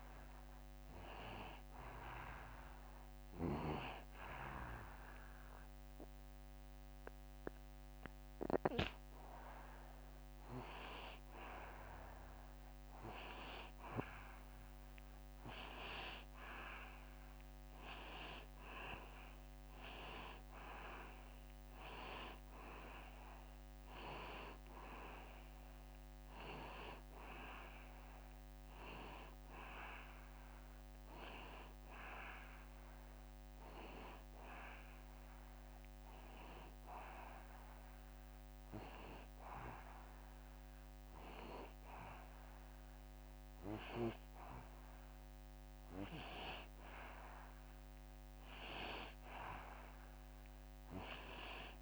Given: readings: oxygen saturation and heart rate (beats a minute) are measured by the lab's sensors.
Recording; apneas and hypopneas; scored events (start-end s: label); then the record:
breathing in sleep by a microphone on the trachea; none
none scored
From the record:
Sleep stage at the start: N2 (light sleep); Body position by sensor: on the back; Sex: male